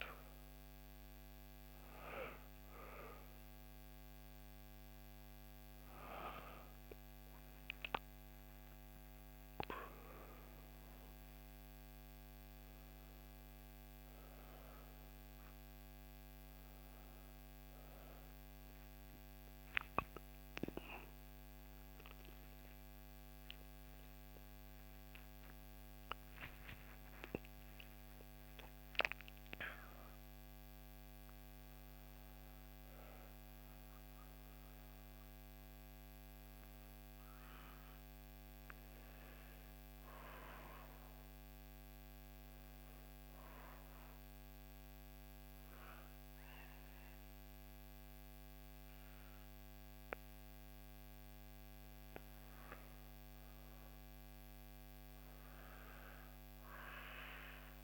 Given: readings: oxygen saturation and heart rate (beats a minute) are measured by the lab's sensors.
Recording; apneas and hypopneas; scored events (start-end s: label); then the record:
breathing in sleep by a microphone on the trachea; 2
17.50-30.50 s: obstructive apnea (oxygen 99% before, 93% lowest, heart rate 70 before, 61 extreme, up 1 after)
32.50-35.50 s: arousal
39.00-41.00 s: long interval between heartbeats (device-marked, heart rate 65 before, 64 extreme)
41.50-52.00 s: obstructive apnea (oxygen 99% before, 93% lowest, heart rate 65 before, 61 extreme, up 2 after)
42.00-57.84 s: oxygen desaturation (device-marked, oxygen 98% before, 93% lowest, heart rate 65 before, 61 extreme)
54.50-57.84 s: arousal
From the record:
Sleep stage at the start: N1 (lightest sleep); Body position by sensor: on the back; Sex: female